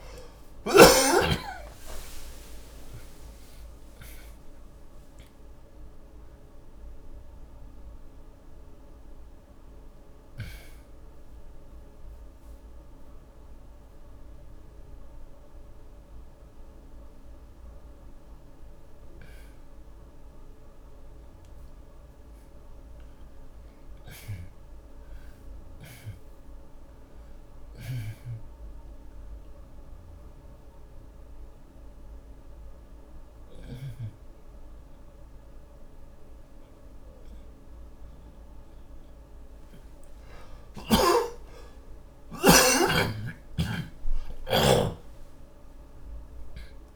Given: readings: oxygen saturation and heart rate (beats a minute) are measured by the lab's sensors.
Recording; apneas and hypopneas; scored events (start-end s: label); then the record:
a person partly awake in a sleep study, by a room microphone; none
0.00-9.50 s: oxygen desaturation (device-marked, oxygen 91% lowest, heart rate 37 extreme)
3.50-33.50 s: new sleep stage, N1 (lightest sleep)
15.50-23.50 s: oxygen desaturation (device-marked, oxygen 96% before, 92% lowest, heart rate 65 before, 44 extreme)
30.50-45.50 s: oxygen desaturation (device-marked, oxygen 96% before, 82% lowest, heart rate 51 before, 53 extreme)
33.50-46.96 s: new sleep stage, N2 (light sleep)
43.50-46.96 s: arousal
45.00-46.96 s: snoring (device-marked)
From the record:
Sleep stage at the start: awake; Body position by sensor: on the back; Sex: male